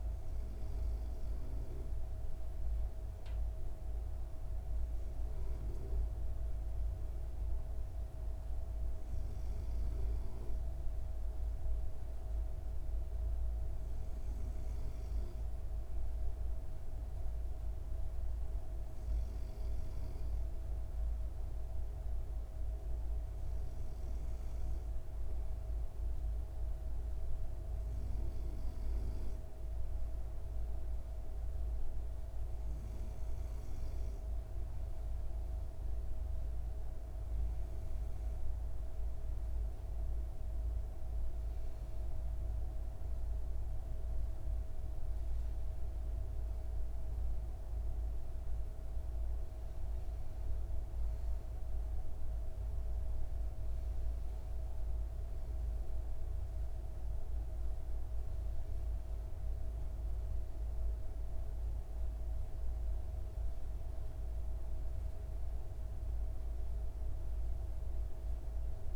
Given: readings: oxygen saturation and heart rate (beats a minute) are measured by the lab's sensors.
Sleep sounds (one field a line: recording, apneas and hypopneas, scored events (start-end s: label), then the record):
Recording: breathing in sleep, hard to hear, by a room microphone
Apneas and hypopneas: none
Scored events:
none scored
From the record:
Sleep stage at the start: N2 (light sleep)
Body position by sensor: on the back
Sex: female